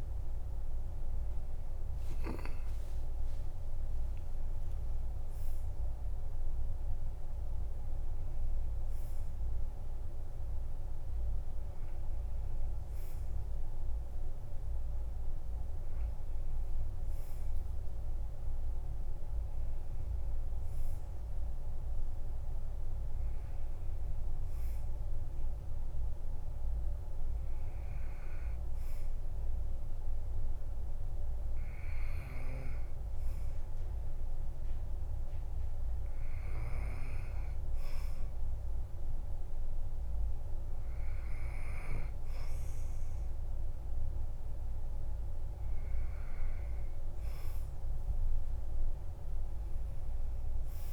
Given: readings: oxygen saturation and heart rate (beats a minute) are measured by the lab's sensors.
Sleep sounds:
a person partly awake in a sleep study, hard to hear, by a room microphone; none
0.50-30.50 s: new sleep stage, N1 (lightest sleep)
30.50-50.92 s: new sleep stage, N2 (light sleep)
From the record:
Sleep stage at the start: awake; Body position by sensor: on the back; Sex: male

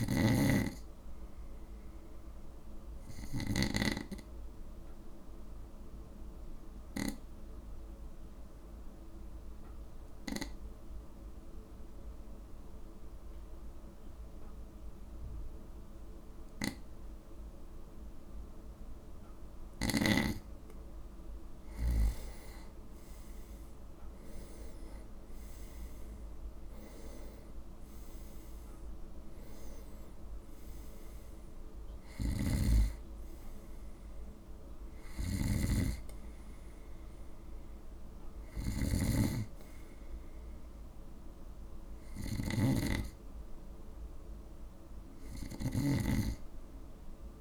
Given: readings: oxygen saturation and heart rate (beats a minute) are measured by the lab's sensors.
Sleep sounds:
breathing in sleep by a room microphone; 1
0.00-3.50 s: snoring (device-marked)
3.00-20.00 s: obstructive apnea (oxygen 96% before, 91% lowest, heart rate 55 before, 53 extreme, up 9 after)
22.50-27.00 s: arousal
32.00-47.41 s: snoring (device-marked)
39.50-47.41 s: oxygen desaturation (device-marked, oxygen 94% before, 91% lowest, heart rate 60 before, 54 extreme)
44.00-47.41 s: arousal
From the record:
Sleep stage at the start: N2 (light sleep); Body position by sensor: on the right side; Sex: male

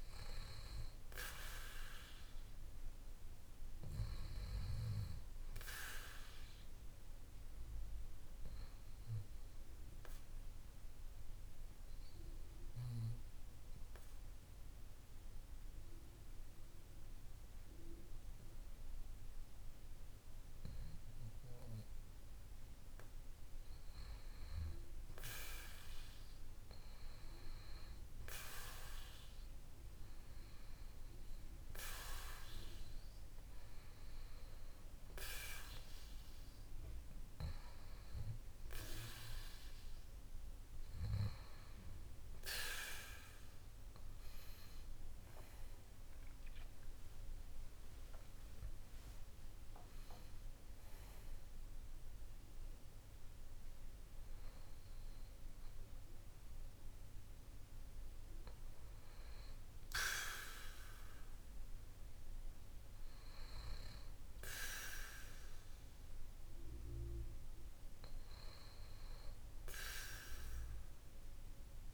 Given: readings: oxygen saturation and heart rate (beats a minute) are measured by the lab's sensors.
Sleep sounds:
breathing in sleep by a room microphone; 1
10.00-22.50 s: obstructive apnea (oxygen 96% before, 91% lowest, heart rate 56 before, 51 extreme, up 2 after)
25.00-30.00 s: arousal
47.50-50.50 s: arousal
50.00-71.94 s: oxygen desaturation (device-marked, oxygen 95% before, 91% lowest, heart rate 56 before, 52 extreme)
From the record:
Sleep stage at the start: N2 (light sleep); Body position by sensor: on the back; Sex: male

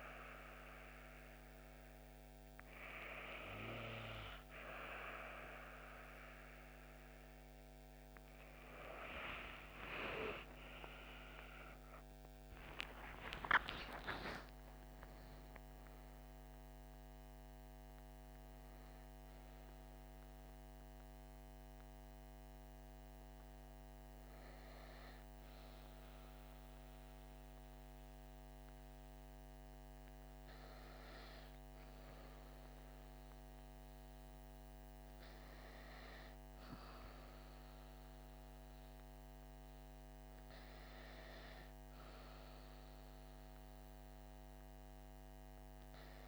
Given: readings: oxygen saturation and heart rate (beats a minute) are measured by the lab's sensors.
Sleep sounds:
breathing in sleep by a microphone on the trachea; none
9.50-14.00 s: arousal
From the record:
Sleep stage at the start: N2 (light sleep); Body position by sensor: on the back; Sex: female

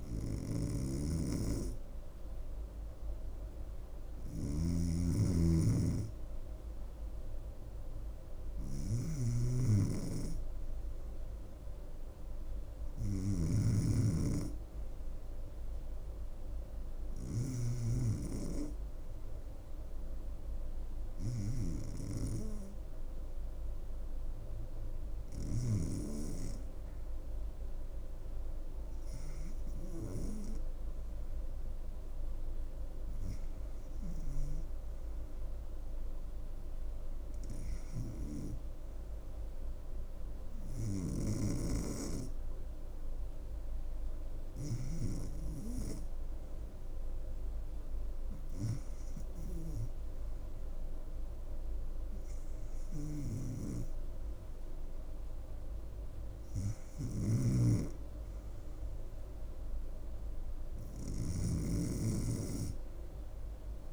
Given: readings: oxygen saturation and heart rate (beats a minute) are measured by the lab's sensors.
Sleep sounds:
breathing in sleep by a room microphone; none
0.50-13.50 s: snoring (device-marked)
57.00-62.00 s: snoring (device-marked)
From the record:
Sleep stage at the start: REM sleep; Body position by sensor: on the back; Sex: female

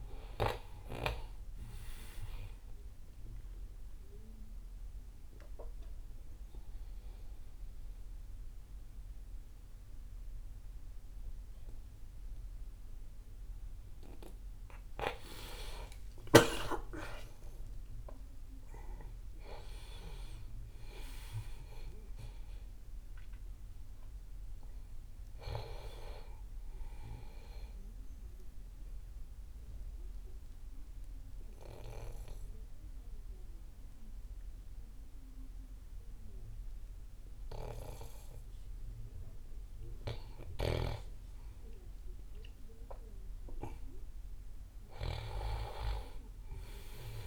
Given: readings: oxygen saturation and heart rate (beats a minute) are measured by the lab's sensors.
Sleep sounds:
breathing in sleep by a room microphone; 2
3.50-14.50 s: obstructive apnea (oxygen 99% before, 95% lowest)
16.00-21.00 s: arousal
22.00-34.00 s: oxygen desaturation (device-marked, oxygen 99% before, 95% lowest)
28.50-39.50 s: obstructive apnea (oxygen 99% before, 88% lowest)
41.50-45.50 s: arousal
From the record:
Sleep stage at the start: N2 (light sleep); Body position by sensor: on the back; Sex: male

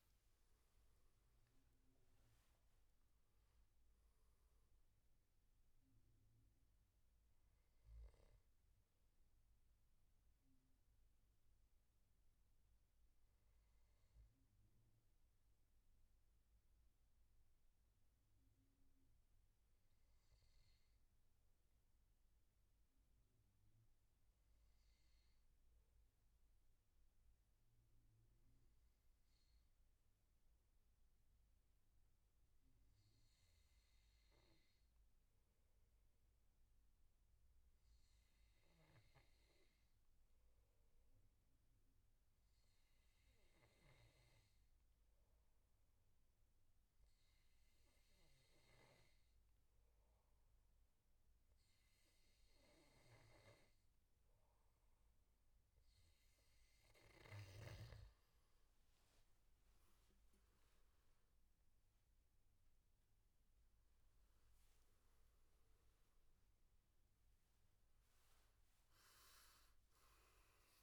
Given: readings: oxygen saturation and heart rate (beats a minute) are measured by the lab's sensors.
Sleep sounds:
breathing in sleep, hard to hear, by a room microphone; 1
0.00-11.00 s: oxygen desaturation (device-marked, oxygen 90% lowest, heart rate 62 extreme)
6.50-57.00 s: obstructive apnea (oxygen 97% before, 91% lowest, heart rate 79 before, 63 extreme, up 13 after)
33.00-70.82 s: oxygen desaturation (device-marked, oxygen 99% before, 91% lowest, heart rate 70 before, 64 extreme)
60.50-65.00 s: arousal
From the record:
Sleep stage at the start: N2 (light sleep); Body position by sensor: on the back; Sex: male

